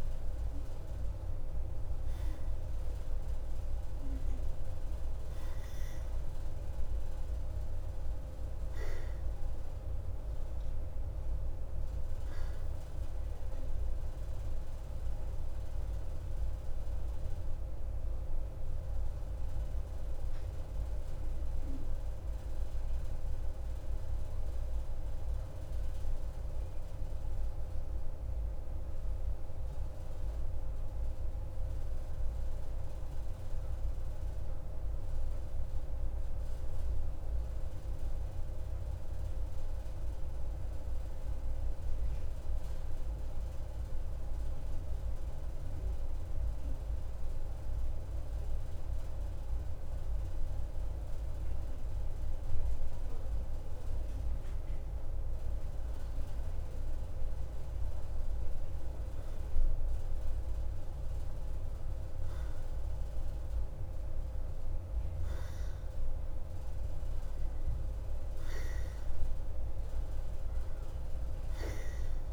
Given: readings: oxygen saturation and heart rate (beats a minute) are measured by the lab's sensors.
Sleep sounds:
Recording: breathing in sleep, hard to hear, by a room microphone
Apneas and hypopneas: 1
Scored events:
0.00-2.50 s: oxygen desaturation (device-marked, oxygen 93% lowest, heart rate 50 extreme)
26.00-49.50 s: mixed apnea (oxygen 93% before, 91% lowest, heart rate 55 before, 48 extreme, up 6 after)
50.50-54.00 s: arousal
From the record:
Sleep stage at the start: N2 (light sleep)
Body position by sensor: on the right side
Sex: male

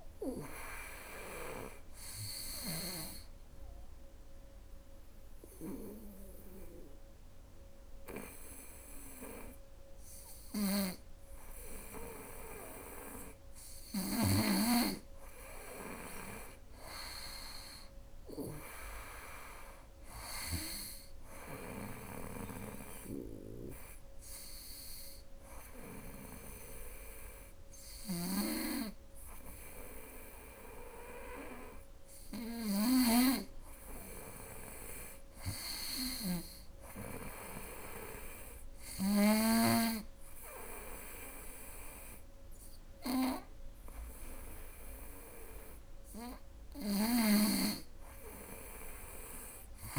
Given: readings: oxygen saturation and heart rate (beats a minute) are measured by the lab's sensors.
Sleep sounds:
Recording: breathing in sleep by a room microphone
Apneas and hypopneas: 2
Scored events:
1.50-5.00 s: snoring (device-marked)
2.00-13.50 s: obstructive apnea (oxygen 98% before, 96% lowest, heart rate 76 before, 71 extreme, up 9 after)
16.00-19.50 s: arousal
22.00-32.00 s: obstructive apnea (oxygen 98% before, 96% lowest, heart rate 77 before, 75 extreme, up 5 after)
34.00-37.50 s: arousal
35.00-38.50 s: snoring (device-marked)
From the record:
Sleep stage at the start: N2 (light sleep)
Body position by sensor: on the right side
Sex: female

